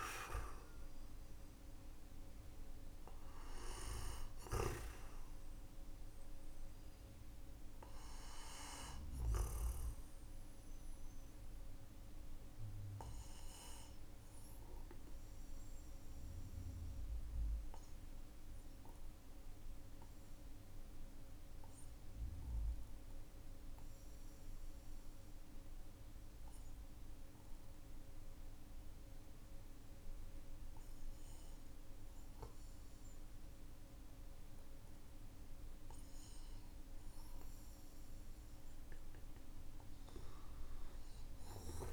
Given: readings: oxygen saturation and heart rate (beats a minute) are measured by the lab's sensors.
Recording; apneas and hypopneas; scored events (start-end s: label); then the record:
breathing in sleep by a room microphone; 1
9.00-37.50 s: obstructive apnea (oxygen 97% before, 93% lowest, heart rate 53 before, 45 extreme, up 15 after)
40.00-41.93 s: arousal
From the record:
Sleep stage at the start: N2 (light sleep); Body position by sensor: on the right side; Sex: male